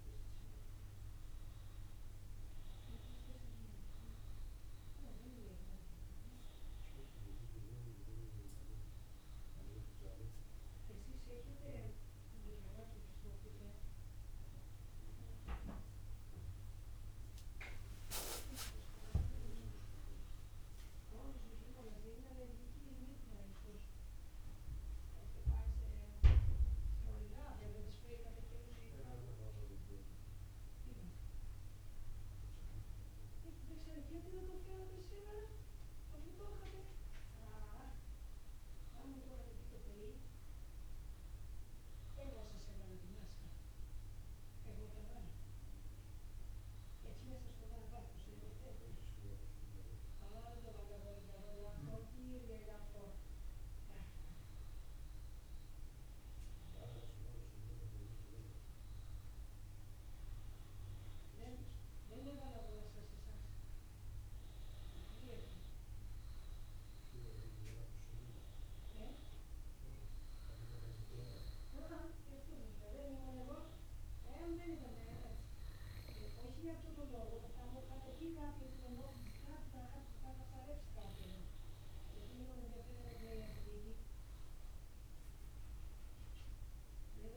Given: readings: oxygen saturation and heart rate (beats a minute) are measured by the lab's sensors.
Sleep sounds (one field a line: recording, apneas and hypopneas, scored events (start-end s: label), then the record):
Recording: breathing in sleep by a room microphone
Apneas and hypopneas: none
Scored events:
51.50-87.36 s: new sleep stage, N2 (light sleep)
From the record:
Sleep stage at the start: N1 (lightest sleep)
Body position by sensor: on the back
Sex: male